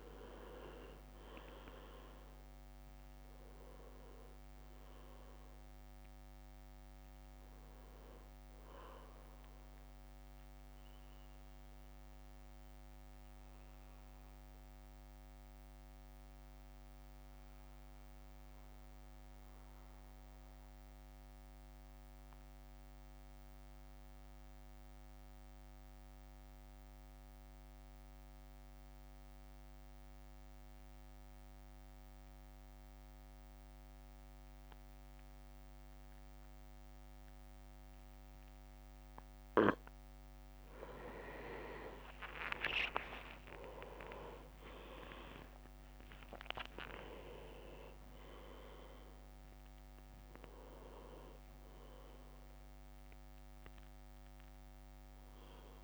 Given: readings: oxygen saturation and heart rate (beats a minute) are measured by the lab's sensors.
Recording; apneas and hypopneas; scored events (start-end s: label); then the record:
breathing in sleep by a microphone on the trachea; 1
0.00-2.00 s: arousal
0.00-8.50 s: drop in pulse transit time (device-marked, heart rate 54 extreme)
0.50-5.50 s: leg movement (device-marked)
2.50-8.50 s: oxygen desaturation (device-marked, oxygen 100% before, 96% lowest, heart rate 58 before, 49 extreme)
11.00-38.50 s: mixed apnea (oxygen 100% before, 94% lowest, heart rate 58 before, 49 extreme, up 6 after)
39.50-54.50 s: oxygen desaturation (device-marked, oxygen 100% before, 95% lowest, heart rate 55 before, 50 extreme)
40.50-45.00 s: arousal
41.00-46.00 s: leg movement (device-marked)
41.50-54.50 s: drop in pulse transit time (device-marked, heart rate 55 before, 56 extreme)
43.50-55.84 s: new sleep stage, N2 (light sleep)
From the record:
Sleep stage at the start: REM sleep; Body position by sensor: on the back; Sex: male